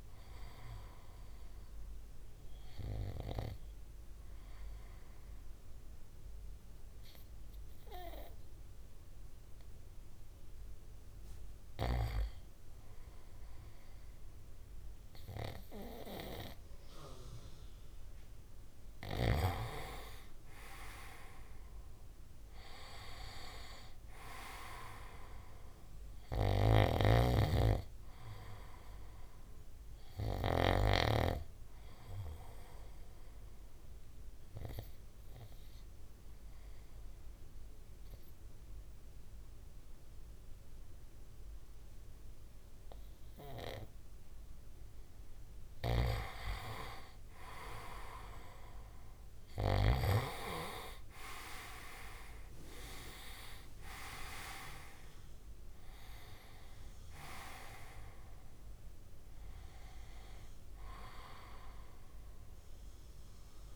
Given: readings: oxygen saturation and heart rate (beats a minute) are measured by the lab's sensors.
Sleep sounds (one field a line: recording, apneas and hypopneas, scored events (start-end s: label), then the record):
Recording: breathing in sleep by a room microphone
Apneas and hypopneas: 2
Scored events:
1.50-17.50 s: obstructive apnea (oxygen 95% before, 93% lowest, heart rate 61 before, 57 extreme, up 3 after)
20.00-23.50 s: arousal
21.00-38.00 s: oxygen desaturation (device-marked, oxygen 97% before, 93% lowest, heart rate 58 before, 57 extreme)
32.50-45.00 s: obstructive apnea (oxygen 97% before, 91% lowest, heart rate 59 before, 54 extreme, up 3 after)
50.50-55.50 s: arousal
From the record:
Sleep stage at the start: N2 (light sleep)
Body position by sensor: on the back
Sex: male